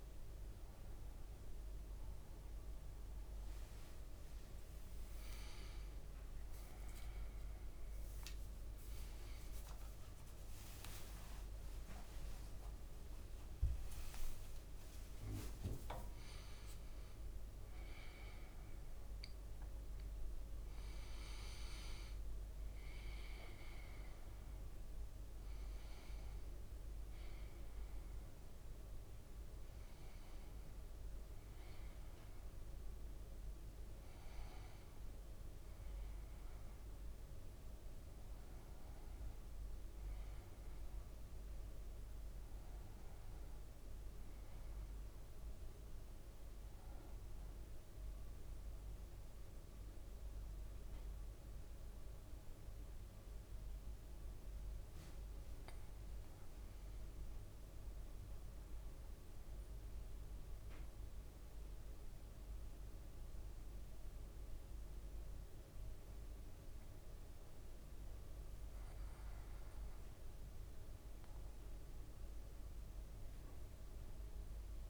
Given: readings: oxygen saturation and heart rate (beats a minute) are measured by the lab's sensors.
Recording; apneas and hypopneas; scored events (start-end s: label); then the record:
breathing in sleep, hard to hear, by a room microphone; 1
2.50-5.00 s: leg movement (device-marked)
8.00-17.50 s: leg movement (device-marked)
47.50-52.50 s: arousal
54.00-56.50 s: leg movement (device-marked)
58.00-70.00 s: central apnea (oxygen 99% before, 96% lowest, heart rate 57 before, 54 extreme, up 3 after)
From the record:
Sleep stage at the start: N2 (light sleep); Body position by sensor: on the back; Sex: male